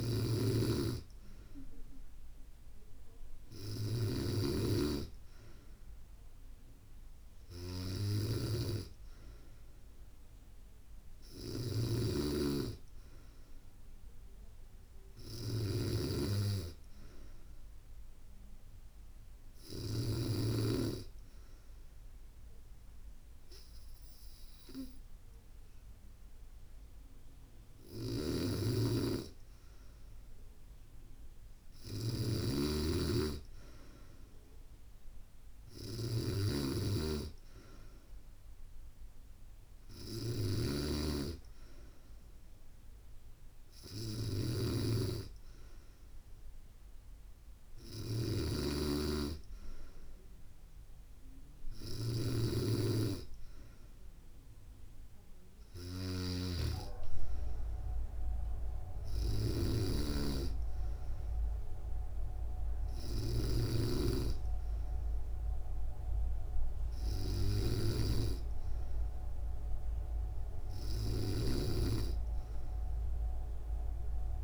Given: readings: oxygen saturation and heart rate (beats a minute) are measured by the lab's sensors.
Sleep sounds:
breathing in sleep by a room microphone; none
0.00-19.50 s: snoring (device-marked)
27.50-71.00 s: snoring (device-marked)
From the record:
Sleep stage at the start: N3 (deep sleep); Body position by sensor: on the back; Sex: female

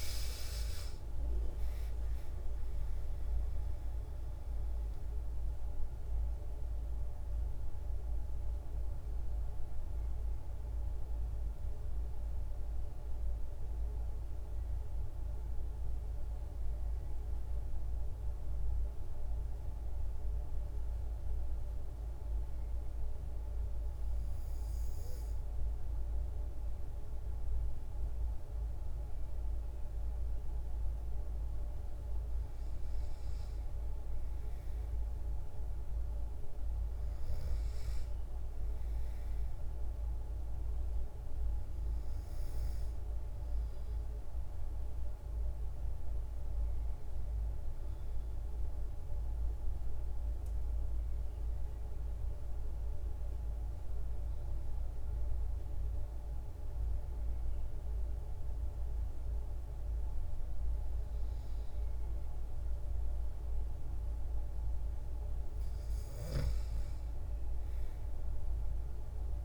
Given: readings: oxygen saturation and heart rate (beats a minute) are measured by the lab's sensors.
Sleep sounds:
breathing in sleep, hard to hear, by a room microphone; 2
0.00-22.50 s: oxygen desaturation (device-marked, oxygen 90% lowest, heart rate 83 extreme)
3.50-30.50 s: mixed apnea (oxygen 96% before, 90% lowest, heart rate 127 before, 83 extreme, up 40 after)
31.00-36.00 s: arousal
33.50-54.50 s: oxygen desaturation (device-marked, oxygen 99% before, 91% lowest, heart rate 107 before, 75 extreme)
49.50-64.00 s: obstructive apnea (oxygen 99% before, 91% lowest, heart rate 116 before, 75 extreme)
66.50-69.45 s: arousal
From the record:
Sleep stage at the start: N2 (light sleep); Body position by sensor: on the back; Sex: female

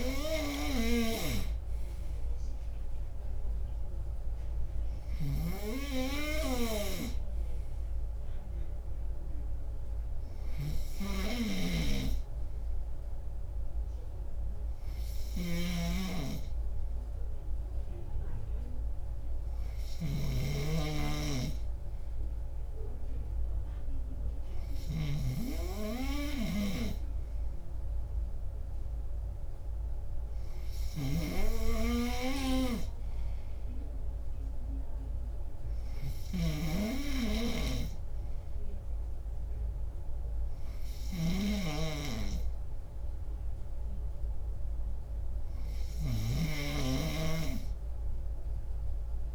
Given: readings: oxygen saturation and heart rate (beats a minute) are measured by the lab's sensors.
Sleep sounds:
breathing in sleep by a room microphone; none
15.50-20.50 s: snoring (device-marked)
46.00-49.35 s: snoring (device-marked)
From the record:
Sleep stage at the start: N2 (light sleep); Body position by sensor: on the left side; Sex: male

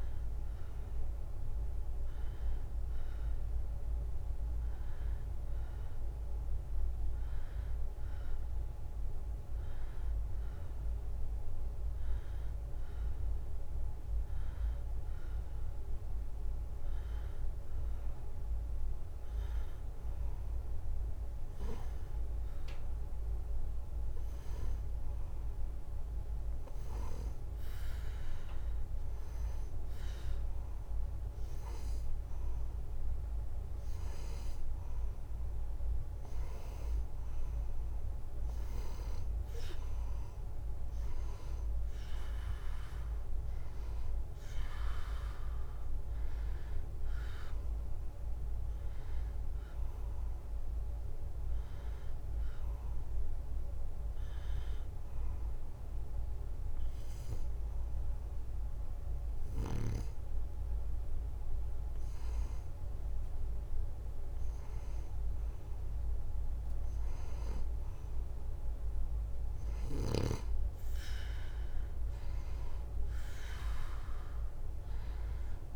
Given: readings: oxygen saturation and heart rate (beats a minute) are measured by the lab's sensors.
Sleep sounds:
breathing in sleep, hard to hear, by a room microphone; 2
3.00-29.50 s: hypopnea (oxygen 94% before, 91% lowest, heart rate 75 before, 74 extreme, up 0 after)
31.50-36.00 s: arousal
52.50-63.00 s: hypopnea (oxygen 93% before, 91% lowest, heart rate 76 before, 74 extreme, up 0 after)
68.50-72.00 s: arousal
From the record:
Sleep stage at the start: N2 (light sleep); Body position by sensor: on the right side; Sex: male

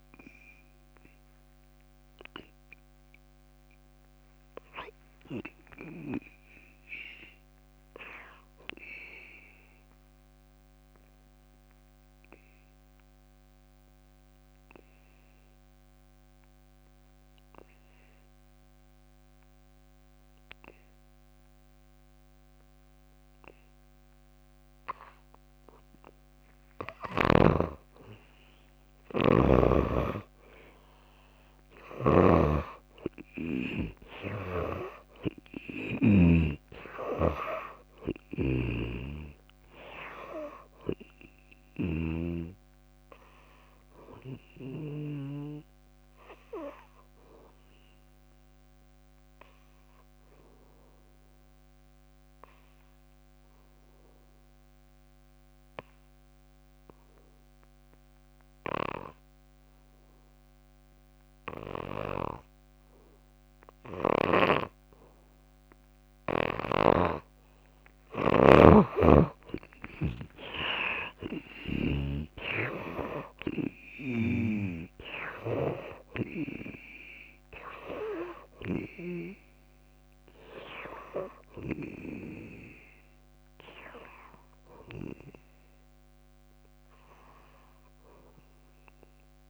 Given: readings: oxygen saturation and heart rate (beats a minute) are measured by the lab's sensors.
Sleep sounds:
breathing in sleep by a microphone on the trachea; 2
0.00-12.00 s: oxygen desaturation (device-marked, oxygen 78% lowest, heart rate 59 extreme)
6.00-8.00 s: long interval between heartbeats (device-marked, heart rate 68 before, 70 extreme)
7.00-26.50 s: obstructive apnea (oxygen 95% before, 82% lowest, heart rate 68 before, 57 extreme, up 10 after)
19.00-29.00 s: drop in pulse transit time (device-marked, heart rate 64 before, 60 extreme)
25.00-53.00 s: oxygen desaturation (device-marked, oxygen 98% before, 82% lowest, heart rate 65 before, 57 extreme)
29.00-33.00 s: arousal
37.00-45.50 s: snoring (device-marked)
45.50-66.50 s: obstructive apnea (oxygen 98% before, 82% lowest, heart rate 66 before, 56 extreme, up 12 after)
68.00-89.50 s: oxygen desaturation (device-marked, oxygen 97% before, 82% lowest, heart rate 59 before, 56 extreme)
69.00-72.50 s: arousal
From the record:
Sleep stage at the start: N2 (light sleep); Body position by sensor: on the back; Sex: female

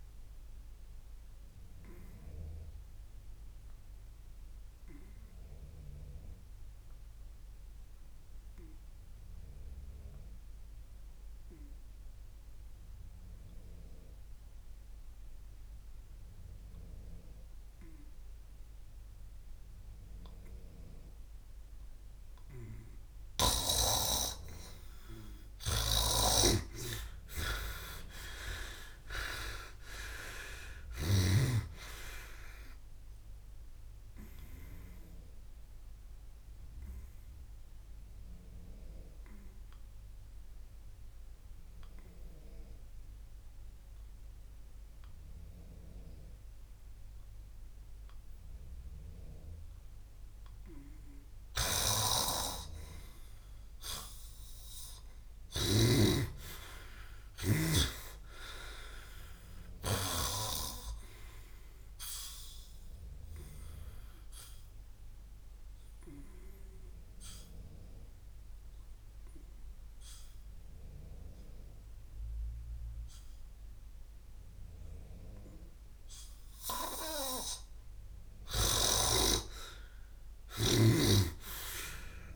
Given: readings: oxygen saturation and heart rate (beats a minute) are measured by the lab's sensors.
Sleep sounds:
breathing in sleep by a room microphone; 3
0.00-7.50 s: oxygen desaturation (device-marked, oxygen 95% lowest, heart rate 48 extreme)
0.50-22.50 s: obstructive apnea (oxygen 99% before, 89% lowest, heart rate 67 before, 48 extreme, up 35 after)
25.00-29.50 s: arousal
25.50-31.50 s: snoring (device-marked)
31.50-34.50 s: oxygen desaturation (device-marked, oxygen 98% before, 94% lowest, heart rate 59 before, 48 extreme)
37.50-50.00 s: obstructive apnea (oxygen 98% before, 89% lowest, heart rate 64 before, 59 extreme, up 11 after)
40.50-62.50 s: oxygen desaturation (device-marked, oxygen 95% before, 89% lowest, heart rate 64 before, 59 extreme)
54.00-58.50 s: arousal
66.00-77.00 s: obstructive apnea (oxygen 96% before, 90% lowest, heart rate 64 before, 58 extreme, up 19 after)
78.50-82.36 s: snoring (device-marked)
79.50-82.36 s: arousal
From the record:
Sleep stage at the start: N2 (light sleep); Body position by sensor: on the back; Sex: male

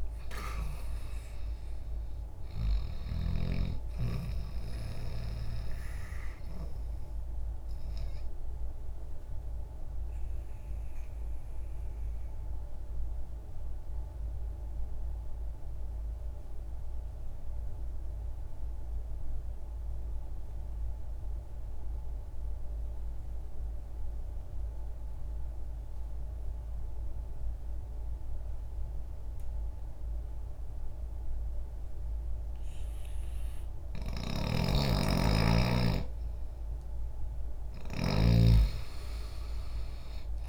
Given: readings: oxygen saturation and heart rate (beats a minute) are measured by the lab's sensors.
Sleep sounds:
breathing in sleep by a room microphone; 1
0.00-27.00 s: oxygen desaturation (device-marked, oxygen 82% lowest, heart rate 59 extreme)
8.50-35.00 s: obstructive apnea (oxygen 97% before, 82% lowest, heart rate 60 before, 60 extreme, up 2 after)
34.00-38.00 s: snoring (device-marked)
36.00-40.49 s: oxygen desaturation (device-marked, oxygen 97% before, 91% lowest, heart rate 60 before, 60 extreme)
37.00-40.49 s: arousal
From the record:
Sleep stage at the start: N2 (light sleep); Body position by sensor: on the left side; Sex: male

